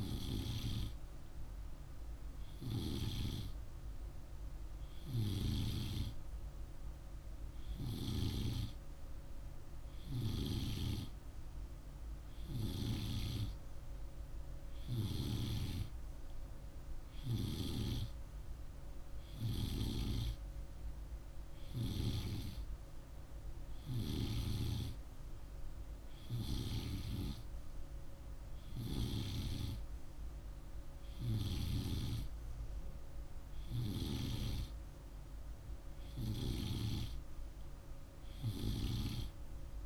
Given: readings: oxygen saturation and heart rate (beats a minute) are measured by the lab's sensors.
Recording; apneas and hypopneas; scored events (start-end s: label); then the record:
breathing in sleep by a room microphone; none
none scored
From the record:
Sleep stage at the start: N2 (light sleep); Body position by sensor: on the right side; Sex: male